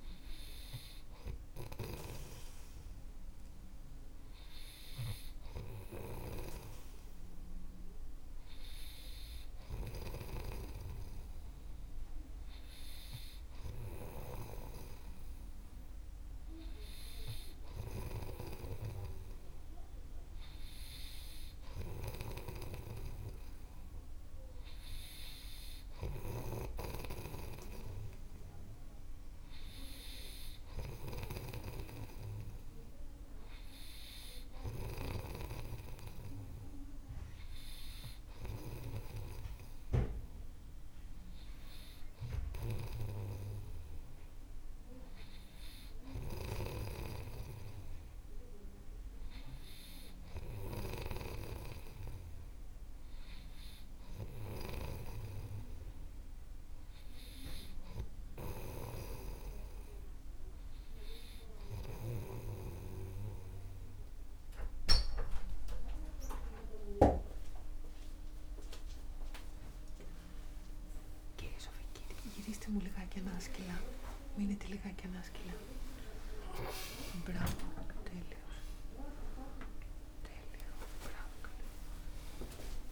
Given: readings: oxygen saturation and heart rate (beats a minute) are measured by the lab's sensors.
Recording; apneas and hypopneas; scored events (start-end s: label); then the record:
breathing in sleep by a room microphone; none
0.00-10.50 s: snoring (device-marked)
18.00-35.50 s: snoring (device-marked)
46.50-62.50 s: snoring (device-marked)
79.50-82.92 s: new sleep stage, awake
From the record:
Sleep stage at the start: N3 (deep sleep); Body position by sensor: on the right side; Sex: male